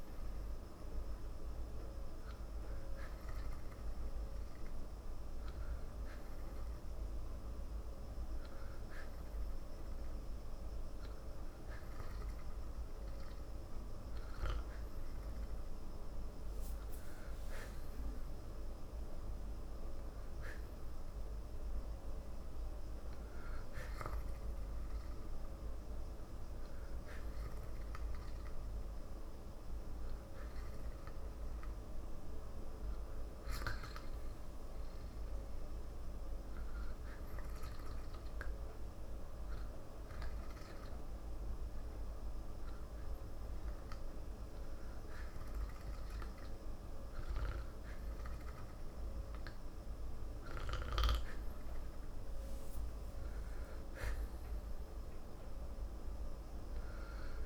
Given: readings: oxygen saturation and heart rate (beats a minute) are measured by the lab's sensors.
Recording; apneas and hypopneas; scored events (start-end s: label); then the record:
breathing in sleep, hard to hear, by a room microphone; 1
16.50-20.00 s: arousal
24.50-43.50 s: hypopnea (oxygen 93% before, 90% lowest, heart rate 56 before, 55 extreme, up 0 after)
51.00-54.50 s: arousal
53.00-57.46 s: oxygen desaturation (device-marked, oxygen 94% before, 91% lowest, heart rate 57 before, 54 extreme)
From the record:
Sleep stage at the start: N2 (light sleep); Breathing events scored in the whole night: 180 in 3.3 hours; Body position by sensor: on the back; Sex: male